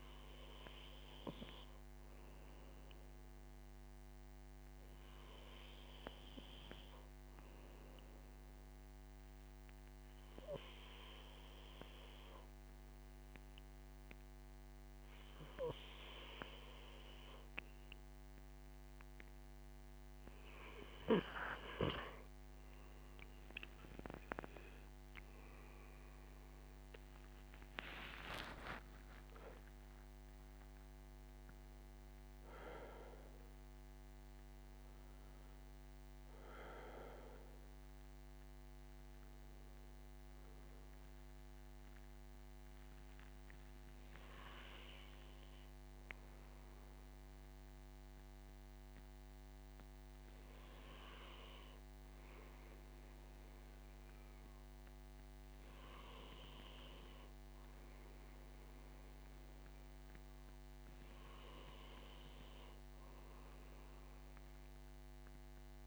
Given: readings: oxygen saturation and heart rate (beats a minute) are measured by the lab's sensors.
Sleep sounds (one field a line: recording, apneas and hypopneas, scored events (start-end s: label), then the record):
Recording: breathing in sleep by a microphone on the trachea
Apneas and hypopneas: 1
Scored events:
8.00-19.50 s: obstructive apnea (oxygen 97% before, 93% lowest, heart rate 81 before, 74 extreme, up 10 after)
27.50-32.50 s: arousal
From the record:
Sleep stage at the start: N2 (light sleep)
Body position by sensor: on the right side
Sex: male